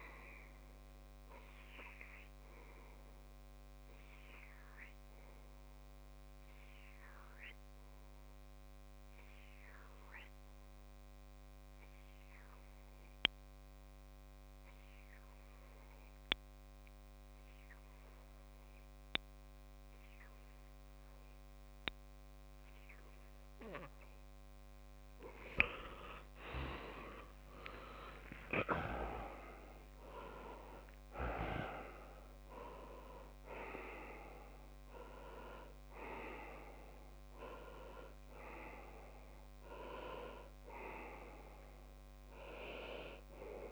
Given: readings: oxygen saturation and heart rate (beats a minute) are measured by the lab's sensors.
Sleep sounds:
breathing in sleep by a microphone on the trachea; 1
5.00-23.50 s: obstructive apnea (oxygen 99% before, 95% lowest)
25.00-43.00 s: oxygen desaturation (device-marked, oxygen 98% before, 95% lowest)
26.00-30.00 s: arousal
From the record:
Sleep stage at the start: N2 (light sleep); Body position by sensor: on the left side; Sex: male

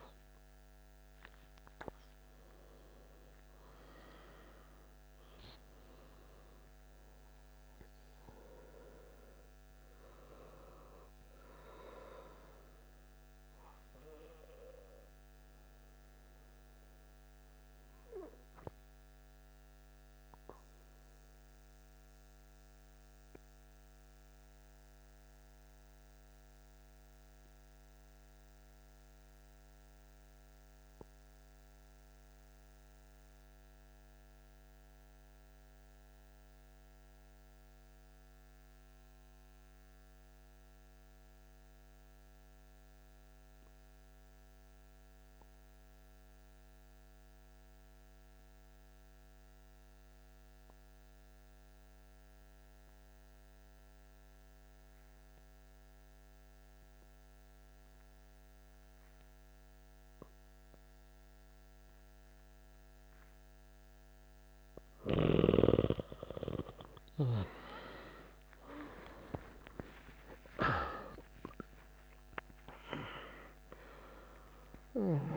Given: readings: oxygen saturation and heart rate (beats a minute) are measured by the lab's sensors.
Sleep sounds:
breathing in sleep by a microphone on the trachea; 1
0.00-23.00 s: oxygen desaturation (device-marked, oxygen 90% lowest, heart rate 77 extreme)
20.00-64.00 s: mixed apnea (oxygen 95% before, 88% lowest, heart rate 145 before, 69 extreme, up 34 after)
49.00-75.37 s: oxygen desaturation (device-marked, oxygen 98% before, 88% lowest, heart rate 116 before, 69 extreme)
65.50-69.50 s: arousal
74.00-75.37 s: new sleep stage, N1 (lightest sleep)
From the record:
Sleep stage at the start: N2 (light sleep); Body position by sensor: on the back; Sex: male

